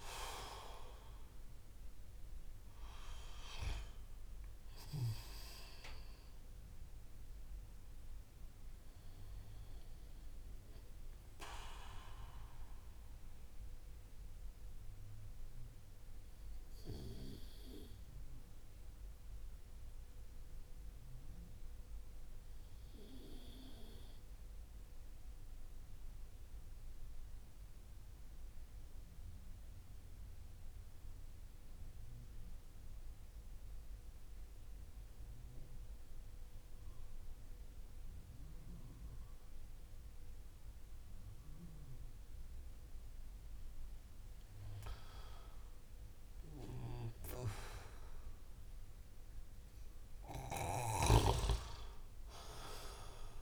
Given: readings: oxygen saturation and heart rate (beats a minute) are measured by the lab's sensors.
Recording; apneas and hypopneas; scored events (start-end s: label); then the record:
breathing in sleep by a room microphone; 1
0.00-21.00 s: oxygen desaturation (device-marked, oxygen 89% lowest)
13.00-43.00 s: obstructive apnea (oxygen 96% before, 89% lowest)
44.50-50.00 s: arousal
45.00-53.42 s: oxygen desaturation (device-marked, oxygen 96% before, 91% lowest)
From the record:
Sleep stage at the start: N2 (light sleep); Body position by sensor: on the back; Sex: male